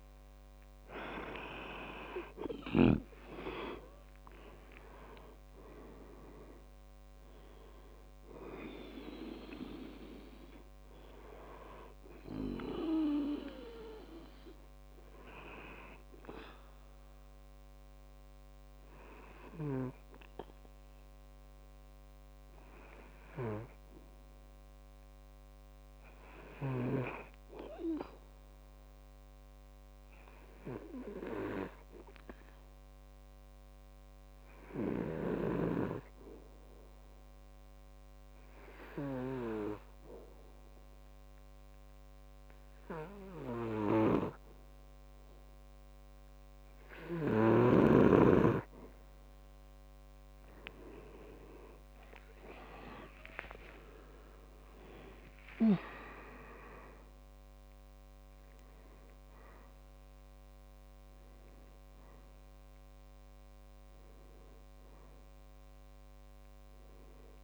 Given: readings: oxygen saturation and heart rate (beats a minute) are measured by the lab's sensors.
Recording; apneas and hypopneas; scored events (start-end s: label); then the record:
breathing in sleep by a microphone on the trachea; 1
2.50-27.50 s: oxygen desaturation (device-marked, oxygen 98% before, 90% lowest, heart rate 65 before, 65 extreme)
4.50-7.50 s: arousal
17.00-47.00 s: obstructive apnea (oxygen 98% before, 89% lowest, heart rate 69 before, 65 extreme, up 6 after)
42.50-67.44 s: oxygen desaturation (device-marked, oxygen 98% before, 89% lowest, heart rate 66 before, 63 extreme)
52.50-57.00 s: arousal
From the record:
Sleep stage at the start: N2 (light sleep); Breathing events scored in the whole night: 341 in 4.3 hours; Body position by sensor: on the back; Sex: male